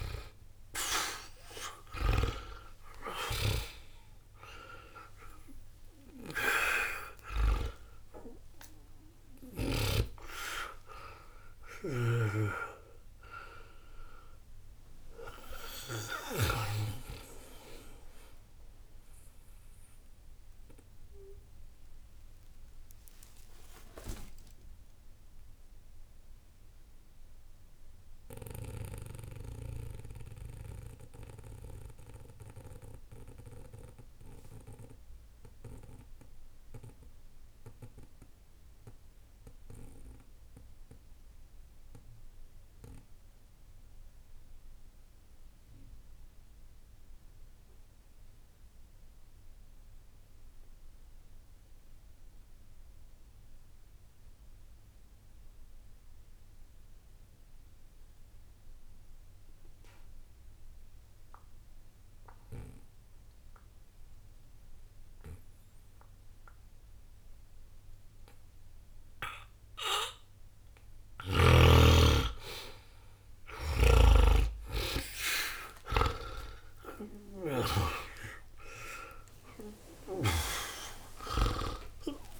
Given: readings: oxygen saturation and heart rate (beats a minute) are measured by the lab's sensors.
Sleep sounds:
breathing in sleep by a room microphone; 1
0.00-34.50 s: oxygen desaturation (device-marked, oxygen 76% lowest, heart rate 60 extreme)
17.50-71.00 s: mixed apnea (oxygen 95% before, 76% lowest, heart rate 78 before, 60 extreme, up 10 after)
57.50-81.50 s: oxygen desaturation (device-marked, oxygen 98% before, 86% lowest, heart rate 60 before, 60 extreme)
73.50-80.50 s: snoring (device-marked)
74.00-80.00 s: arousal
From the record:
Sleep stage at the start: N2 (light sleep); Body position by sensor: on the back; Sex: male

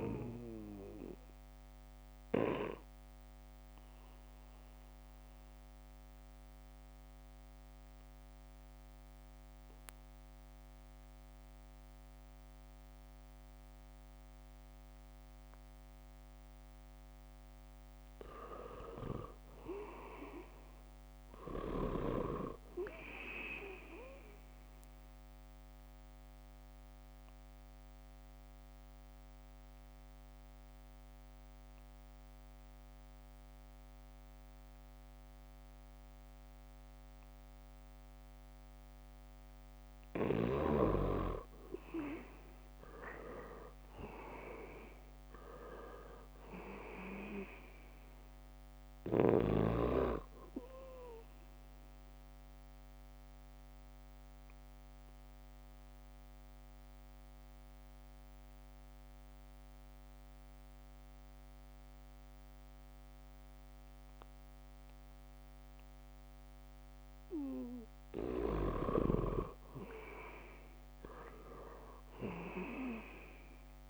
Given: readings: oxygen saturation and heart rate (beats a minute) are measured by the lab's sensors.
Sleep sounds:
breathing in sleep by a microphone on the trachea; 3
0.00-11.00 s: oxygen desaturation (device-marked, oxygen 83% lowest, heart rate 75 extreme)
3.50-18.50 s: obstructive apnea (oxygen 98% before, 83% lowest, heart rate 77 before, 75 extreme, up 1 after)
21.00-24.00 s: arousal
23.00-38.00 s: oxygen desaturation (device-marked, oxygen 98% before, 85% lowest, heart rate 80 before, 75 extreme)
27.00-41.00 s: obstructive apnea (oxygen 98% before, 83% lowest, heart rate 80 before, 77 extreme, up 0 after)
43.00-47.00 s: arousal
43.00-62.00 s: oxygen desaturation (device-marked, oxygen 97% before, 84% lowest, heart rate 77 before, 75 extreme)
51.50-69.00 s: obstructive apnea (oxygen 97% before, 83% lowest, heart rate 78 before, 75 extreme, up 4 after)
67.00-73.90 s: oxygen desaturation (device-marked, oxygen 98% before, 83% lowest, heart rate 78 before, 77 extreme)
69.00-73.90 s: snoring (device-marked)
71.00-73.90 s: arousal
From the record:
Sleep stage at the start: N2 (light sleep); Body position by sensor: on the back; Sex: male

